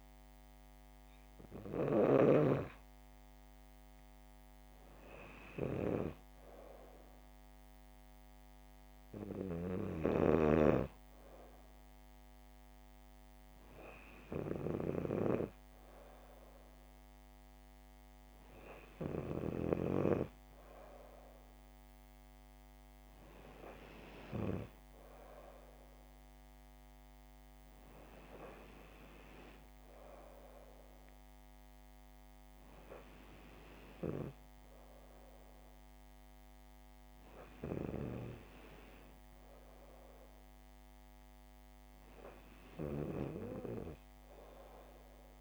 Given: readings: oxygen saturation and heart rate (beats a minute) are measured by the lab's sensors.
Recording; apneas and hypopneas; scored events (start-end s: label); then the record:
breathing in sleep by a microphone on the trachea; none
none scored
From the record:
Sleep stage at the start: N2 (light sleep); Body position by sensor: on the back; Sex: female